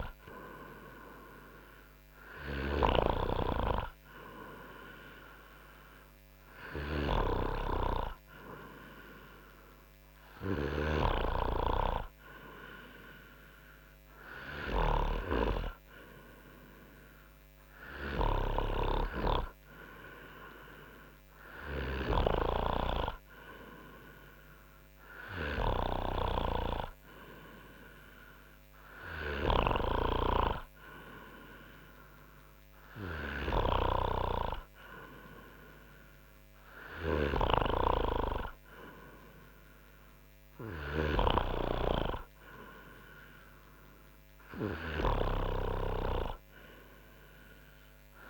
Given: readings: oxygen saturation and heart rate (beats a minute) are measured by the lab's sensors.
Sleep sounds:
breathing in sleep by a microphone on the trachea; none
none scored
From the record:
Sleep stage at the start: N2 (light sleep); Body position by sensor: on the front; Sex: male

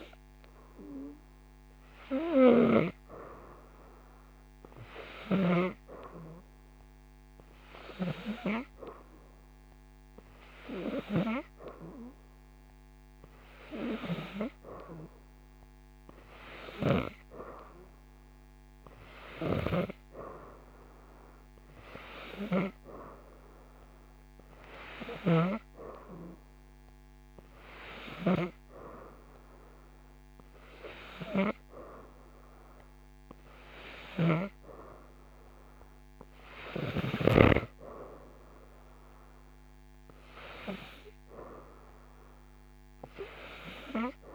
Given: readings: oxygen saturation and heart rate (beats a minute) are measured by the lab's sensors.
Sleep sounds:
breathing in sleep by a microphone on the trachea; none
33.50-37.00 s: snoring (device-marked)
From the record:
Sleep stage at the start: N3 (deep sleep); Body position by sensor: upright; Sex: female

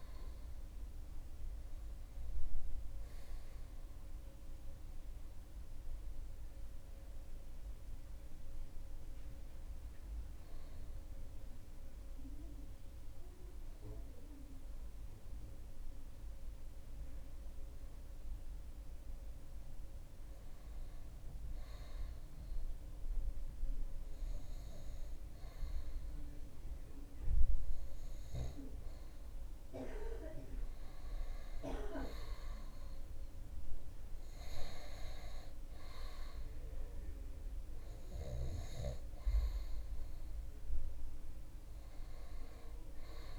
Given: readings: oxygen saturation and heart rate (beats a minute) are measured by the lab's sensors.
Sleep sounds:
breathing in sleep by a room microphone; 1
5.00-15.50 s: hypopnea (oxygen 97% before, 94% lowest)
9.00-27.00 s: oxygen desaturation (device-marked, oxygen 98% before, 94% lowest)
17.50-21.00 s: arousal
From the record:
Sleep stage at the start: N2 (light sleep); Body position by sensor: on the back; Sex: male

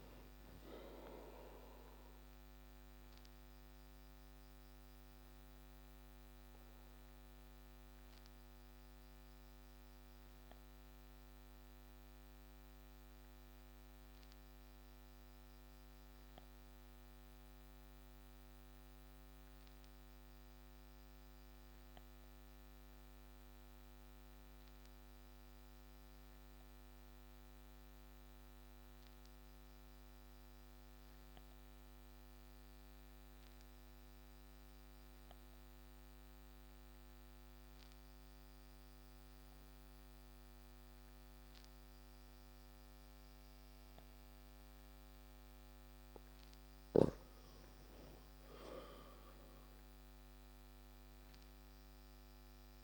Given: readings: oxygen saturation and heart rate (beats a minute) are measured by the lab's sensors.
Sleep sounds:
breathing in sleep, hard to hear, by a microphone on the trachea; 1
4.50-44.00 s: obstructive apnea (oxygen 98% before, 92% lowest)
43.50-52.84 s: oxygen desaturation (device-marked, oxygen 97% before, 93% lowest)
48.50-52.00 s: arousal
From the record:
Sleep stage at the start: N2 (light sleep); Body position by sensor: on the back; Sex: male

